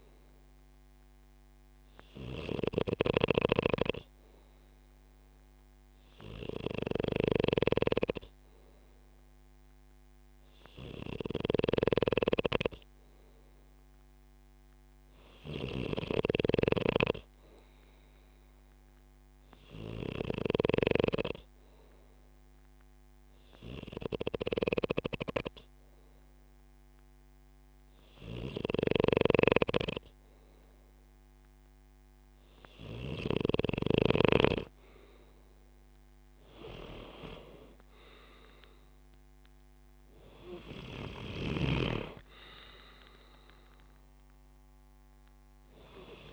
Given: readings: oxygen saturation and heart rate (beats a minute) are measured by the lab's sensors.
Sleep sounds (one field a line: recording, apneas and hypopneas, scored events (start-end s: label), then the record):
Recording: breathing in sleep by a microphone on the trachea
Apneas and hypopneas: none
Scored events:
0.00-20.50 s: snoring (device-marked)
28.50-33.50 s: snoring (device-marked)
From the record:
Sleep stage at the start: N2 (light sleep)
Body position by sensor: on the back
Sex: male